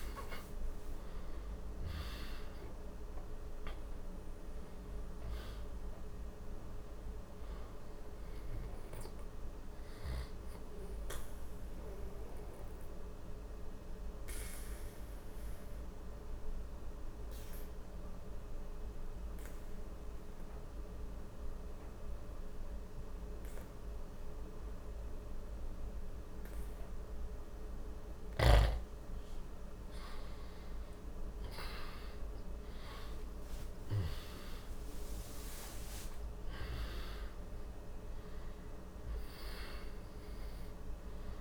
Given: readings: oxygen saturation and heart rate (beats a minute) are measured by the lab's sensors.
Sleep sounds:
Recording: breathing in sleep, hard to hear, by a room microphone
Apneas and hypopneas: 1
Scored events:
0.00-27.50 s: oxygen desaturation (device-marked, oxygen 86% lowest, heart rate 59 extreme)
11.00-29.00 s: obstructive apnea (oxygen 98% before, 86% lowest, heart rate 79 before, 59 extreme, up 2 after)
30.50-34.50 s: arousal
36.50-41.41 s: oxygen desaturation (device-marked, oxygen 98% before, 90% lowest, heart rate 60 before, 60 extreme)
From the record:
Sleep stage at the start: N2 (light sleep)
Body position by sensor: on the back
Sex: male

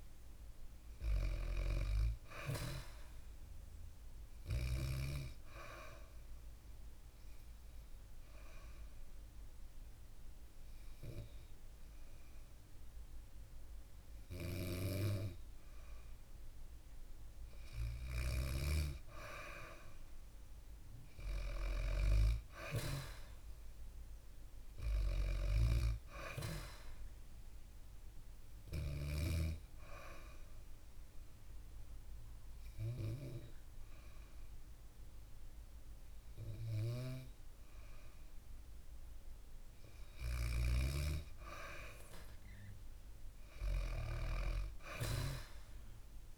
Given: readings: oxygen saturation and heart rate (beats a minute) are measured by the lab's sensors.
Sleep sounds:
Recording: breathing in sleep by a room microphone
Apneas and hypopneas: 2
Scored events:
0.00-1.50 s: arousal
5.00-16.50 s: hypopnea (oxygen 98% before, 95% lowest, heart rate 63 before, 61 extreme, up 0 after)
13.50-18.00 s: snoring (device-marked)
20.00-24.00 s: arousal
27.50-38.00 s: hypopnea (oxygen 98% before, 95% lowest, heart rate 64 before, 60 extreme, up 2 after)
45.00-46.38 s: arousal
From the record:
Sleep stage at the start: N2 (light sleep)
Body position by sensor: on the back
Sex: female

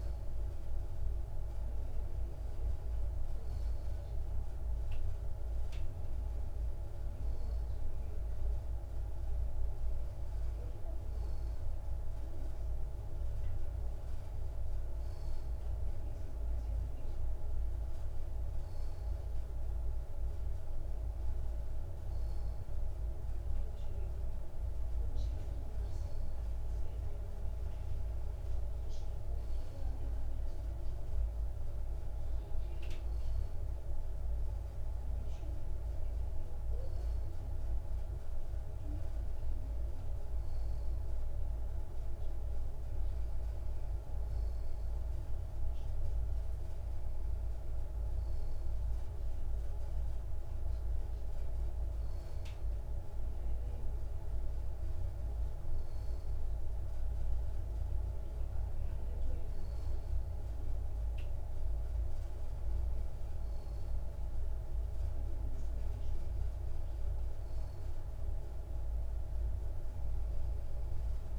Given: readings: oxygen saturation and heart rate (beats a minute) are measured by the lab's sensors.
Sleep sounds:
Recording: breathing in sleep, hard to hear, by a room microphone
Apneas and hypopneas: none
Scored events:
none scored
From the record:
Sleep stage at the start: N2 (light sleep)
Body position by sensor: on the back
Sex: male

